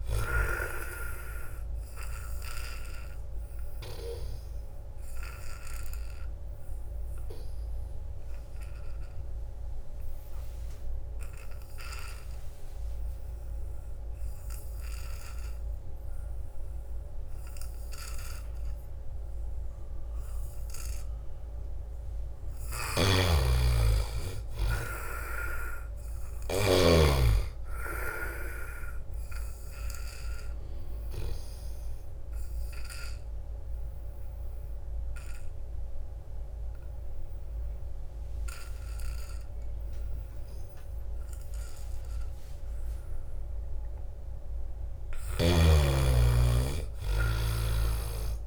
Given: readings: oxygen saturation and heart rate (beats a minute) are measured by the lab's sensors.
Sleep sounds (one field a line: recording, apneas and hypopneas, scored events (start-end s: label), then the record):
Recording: breathing in sleep by a room microphone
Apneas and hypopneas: 2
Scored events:
0.00-13.50 s: oxygen desaturation (device-marked, oxygen 79% lowest)
2.50-19.00 s: obstructive apnea (oxygen 97% before, 79% lowest)
21.00-24.00 s: arousal
22.50-27.00 s: snoring (device-marked)
29.50-43.50 s: oxygen desaturation (device-marked, oxygen 97% before, 85% lowest)
31.00-44.00 s: obstructive apnea (oxygen 98% before, 85% lowest)
45.00-48.47 s: arousal
45.50-48.47 s: oxygen desaturation (device-marked, oxygen 97% before, 88% lowest)
From the record:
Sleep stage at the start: N2 (light sleep)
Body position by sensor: on the back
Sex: male